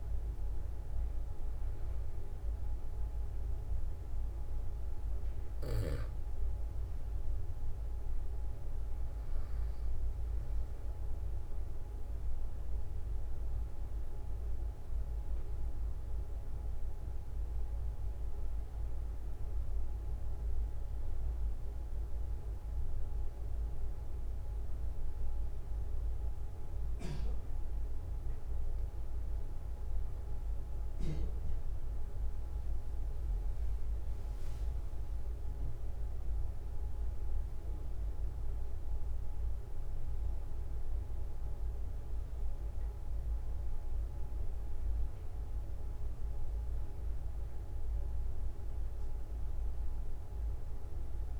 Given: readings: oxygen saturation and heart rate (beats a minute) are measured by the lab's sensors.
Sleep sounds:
breathing in sleep, hard to hear, by a room microphone; 1
12.00-29.50 s: obstructive apnea (oxygen 96% before, 92% lowest, heart rate 46 before, 44 extreme, up 3 after)
33.00-37.50 s: arousal
36.50-51.39 s: new sleep stage, N1 (lightest sleep)
From the record:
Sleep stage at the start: N2 (light sleep); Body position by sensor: on the back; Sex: male

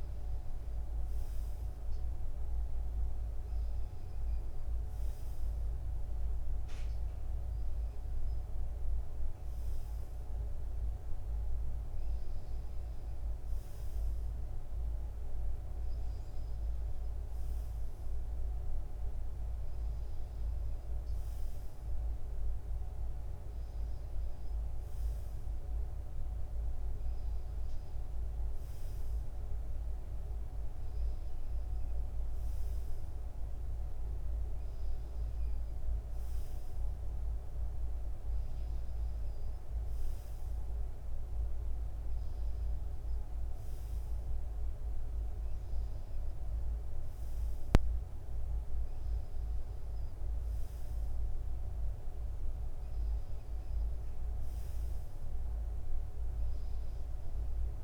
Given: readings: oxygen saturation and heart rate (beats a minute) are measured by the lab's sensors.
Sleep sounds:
breathing in sleep, hard to hear, by a room microphone; none
none scored
From the record:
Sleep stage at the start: N2 (light sleep); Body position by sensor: on the front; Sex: male

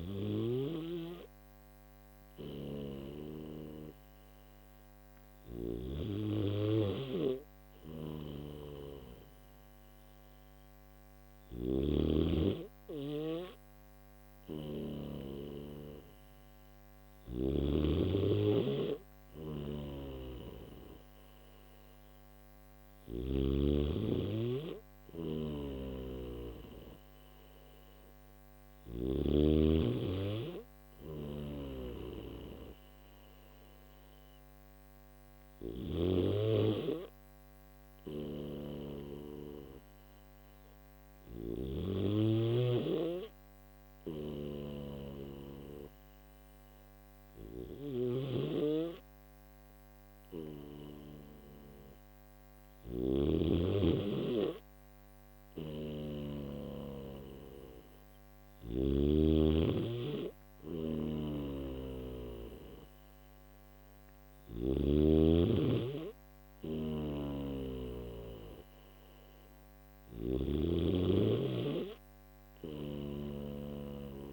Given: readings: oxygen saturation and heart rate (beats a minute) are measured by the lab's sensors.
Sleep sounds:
breathing in sleep by a microphone on the trachea; none
0.00-5.50 s: snoring (device-marked)
7.50-14.50 s: snoring (device-marked)
19.00-23.00 s: snoring (device-marked)
25.00-28.50 s: snoring (device-marked)
30.50-38.50 s: snoring (device-marked)
40.50-53.00 s: snoring (device-marked)
55.00-58.50 s: snoring (device-marked)
60.50-64.50 s: snoring (device-marked)
66.50-70.00 s: snoring (device-marked)
72.00-74.33 s: snoring (device-marked)
From the record:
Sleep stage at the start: N3 (deep sleep); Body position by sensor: on the back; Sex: male

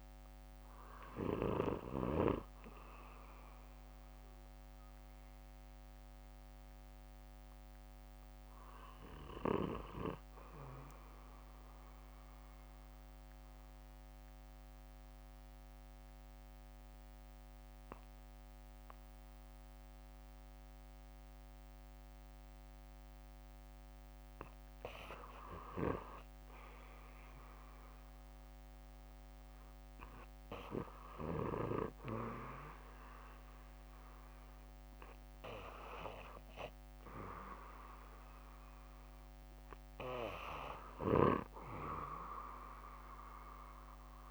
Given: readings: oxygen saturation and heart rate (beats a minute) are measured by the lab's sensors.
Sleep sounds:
breathing in sleep by a microphone on the trachea; 1
0.00-1.50 s: oxygen desaturation (device-marked, oxygen 92% lowest, heart rate 62 extreme)
2.50-25.00 s: obstructive apnea (oxygen 96% before, 89% lowest, heart rate 68 before, 59 extreme, up 5 after)
7.50-25.50 s: oxygen desaturation (device-marked, oxygen 93% before, 89% lowest, heart rate 69 before, 59 extreme)
27.00-31.50 s: arousal
From the record:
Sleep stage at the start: REM sleep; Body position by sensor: on the back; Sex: male

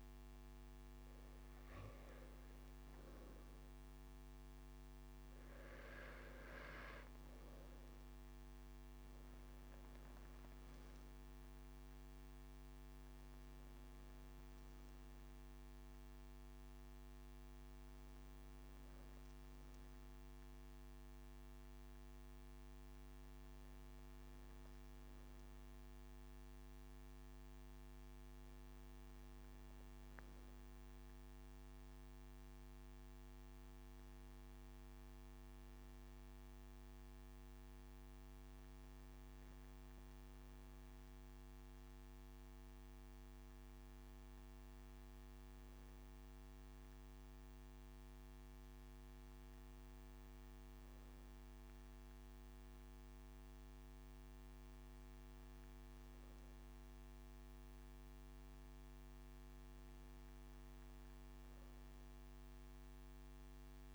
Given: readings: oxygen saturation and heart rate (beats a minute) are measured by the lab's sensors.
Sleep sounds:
breathing in sleep, hard to hear, by a microphone on the trachea; none
0.00-2.00 s: arousal
From the record:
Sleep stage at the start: N2 (light sleep); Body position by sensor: on the right side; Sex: male

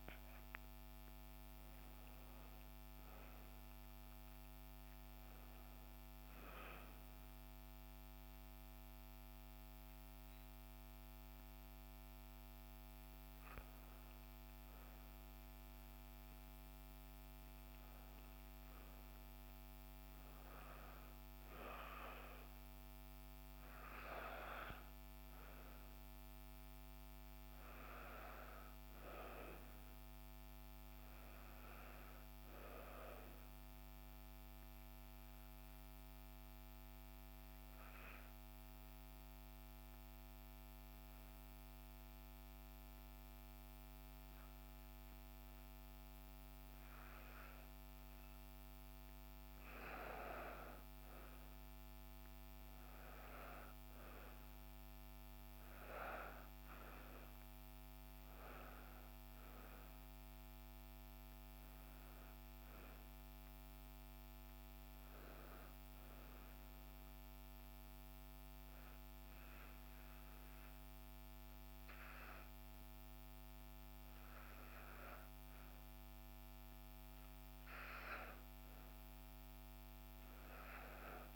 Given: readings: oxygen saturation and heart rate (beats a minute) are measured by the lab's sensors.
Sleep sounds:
a person partly awake in a sleep study, by a microphone on the trachea; 2
16.00-81.36 s: new sleep stage, N2 (light sleep)
32.50-49.00 s: obstructive apnea (oxygen 96% before, 90% lowest, heart rate 59 before, 58 extreme, up 1 after)
51.00-55.50 s: arousal
56.00-72.00 s: oxygen desaturation (device-marked, oxygen 97% before, 90% lowest, heart rate 58 before, 58 extreme)
66.00-76.00 s: obstructive apnea (oxygen 97% before, 90% lowest, heart rate 59 before, 58 extreme, up 0 after)
77.00-81.00 s: arousal
From the record:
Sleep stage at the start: awake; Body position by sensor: on the back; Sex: female

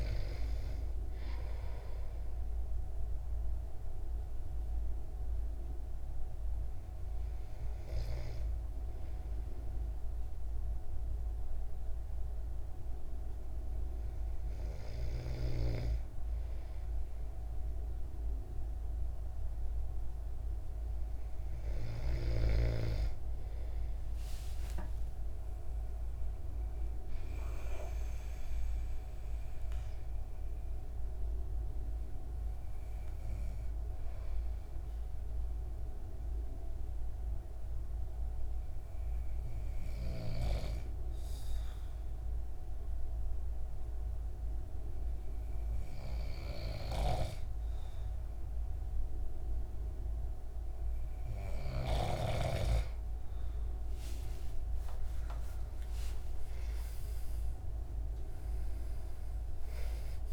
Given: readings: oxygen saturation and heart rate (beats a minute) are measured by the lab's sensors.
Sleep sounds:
breathing in sleep by a room microphone; 2
0.00-9.50 s: oxygen desaturation (device-marked, oxygen 91% lowest, heart rate 64 extreme)
2.00-21.50 s: hypopnea (oxygen 97% before, 93% lowest, heart rate 86 before, 60 extreme, up 20 after)
24.00-28.00 s: arousal
31.50-51.00 s: hypopnea (oxygen 97% before, 93% lowest, heart rate 76 before, 60 extreme, up 58 after)
54.00-59.50 s: arousal
From the record:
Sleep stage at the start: N2 (light sleep); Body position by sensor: on the back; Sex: male

